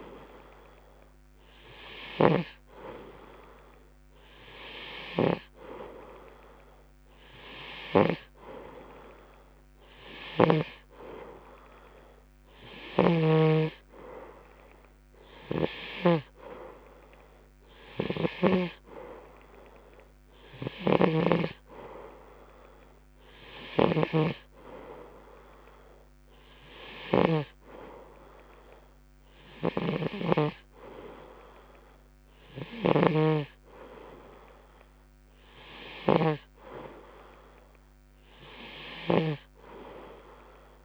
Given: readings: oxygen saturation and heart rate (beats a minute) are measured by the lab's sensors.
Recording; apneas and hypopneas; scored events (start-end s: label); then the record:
breathing in sleep by a microphone on the trachea; none
0.00-3.00 s: snoring (device-marked)
13.00-19.00 s: snoring (device-marked)
21.00-33.50 s: snoring (device-marked)
From the record:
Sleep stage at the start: N2 (light sleep); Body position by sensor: on the right side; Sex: male